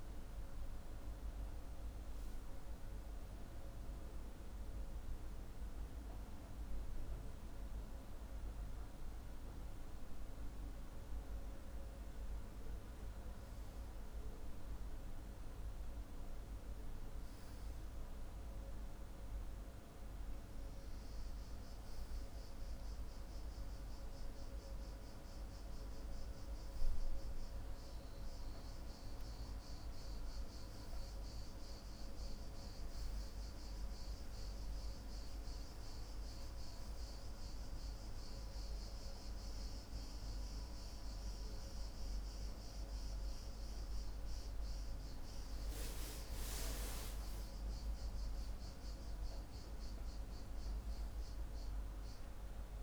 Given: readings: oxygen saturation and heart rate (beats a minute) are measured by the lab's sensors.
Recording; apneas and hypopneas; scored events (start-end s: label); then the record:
breathing in sleep, hard to hear, by a room microphone; none
45.00-49.50 s: arousal
From the record:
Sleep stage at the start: N2 (light sleep); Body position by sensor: on the left side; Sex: male